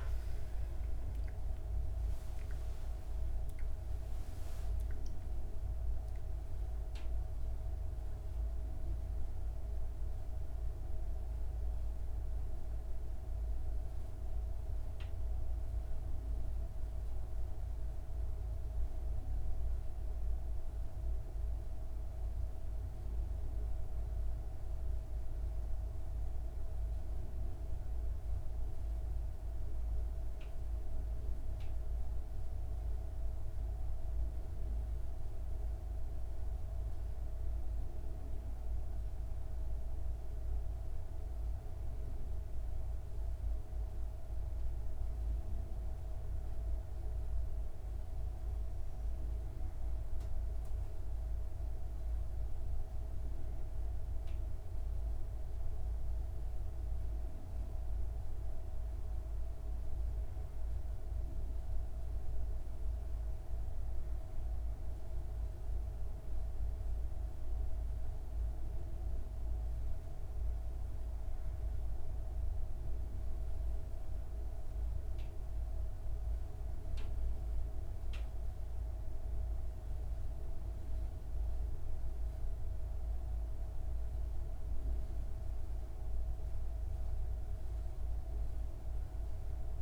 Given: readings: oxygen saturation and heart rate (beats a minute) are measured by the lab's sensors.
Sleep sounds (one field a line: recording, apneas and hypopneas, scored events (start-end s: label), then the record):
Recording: breathing in sleep, hard to hear, by a room microphone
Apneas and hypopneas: 2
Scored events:
8.00-22.50 s: central apnea (oxygen 98% before, 93% lowest)
17.50-89.82 s: new sleep stage, N2 (light sleep)
24.50-28.50 s: arousal
28.50-40.50 s: oxygen desaturation (device-marked, oxygen 99% before, 95% lowest, heart rate 77 before, 29 extreme)
36.50-50.00 s: hypopnea (oxygen 99% before, 93% lowest, heart rate 76 before, 27 extreme)
52.50-57.00 s: arousal
From the record:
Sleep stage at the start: N1 (lightest sleep)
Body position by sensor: on the back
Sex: female